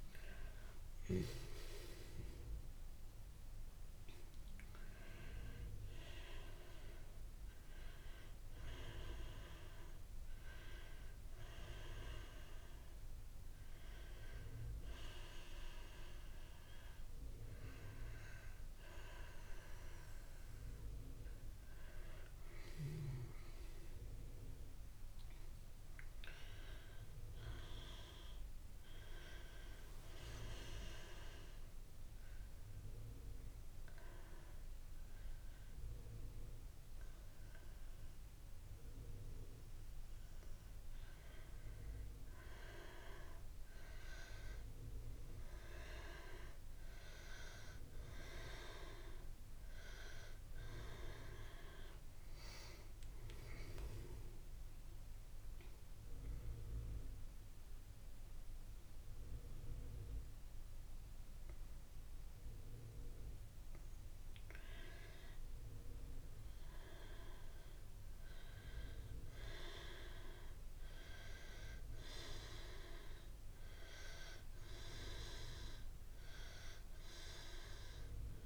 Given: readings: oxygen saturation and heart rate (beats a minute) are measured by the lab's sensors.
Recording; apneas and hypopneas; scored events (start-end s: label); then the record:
breathing in sleep by a room microphone; 3
9.50-20.00 s: hypopnea (oxygen 98% before, 90% lowest)
19.50-63.50 s: oxygen desaturation (device-marked, oxygen 98% before, 90% lowest)
22.00-25.00 s: arousal
29.50-41.50 s: obstructive apnea (oxygen 98% before, 90% lowest)
43.00-46.50 s: arousal
57.50-68.00 s: hypopnea (oxygen 96% before, 90% lowest)
70.00-72.50 s: arousal
From the record:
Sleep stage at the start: N1 (lightest sleep); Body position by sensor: on the back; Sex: female